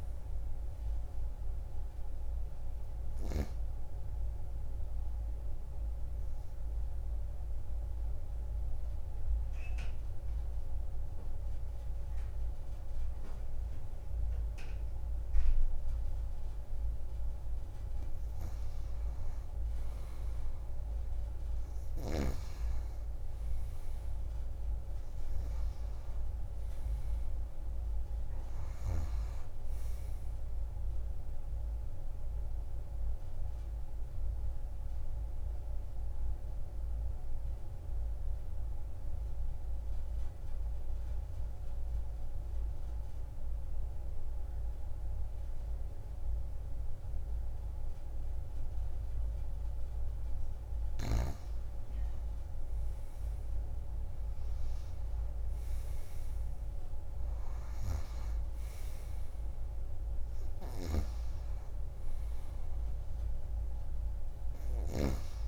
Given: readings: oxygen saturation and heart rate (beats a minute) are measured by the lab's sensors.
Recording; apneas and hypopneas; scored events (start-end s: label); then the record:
breathing in sleep, hard to hear, by a room microphone; 2
0.00-13.00 s: oxygen desaturation (device-marked, oxygen 92% lowest)
5.00-17.00 s: obstructive apnea (oxygen 97% before, 90% lowest)
19.50-23.50 s: arousal
25.00-45.00 s: oxygen desaturation (device-marked, oxygen 97% before, 93% lowest)
33.00-50.00 s: obstructive apnea (oxygen 97% before, 90% lowest)
53.00-57.00 s: arousal
54.00-65.48 s: oxygen desaturation (device-marked, oxygen 97% before, 90% lowest)
From the record:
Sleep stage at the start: N2 (light sleep); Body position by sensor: on the back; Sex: female